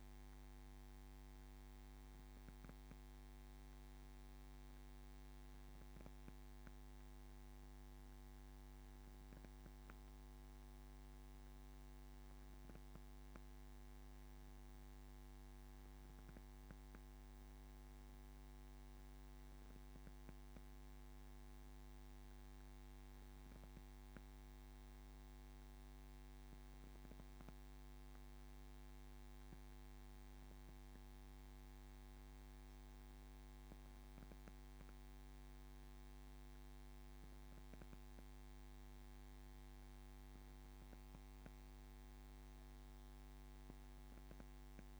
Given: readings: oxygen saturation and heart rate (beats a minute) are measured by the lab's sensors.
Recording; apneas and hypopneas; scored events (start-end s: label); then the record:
breathing in sleep, hard to hear, by a microphone on the trachea; none
none scored
From the record:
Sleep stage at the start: N1 (lightest sleep); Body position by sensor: on the back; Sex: male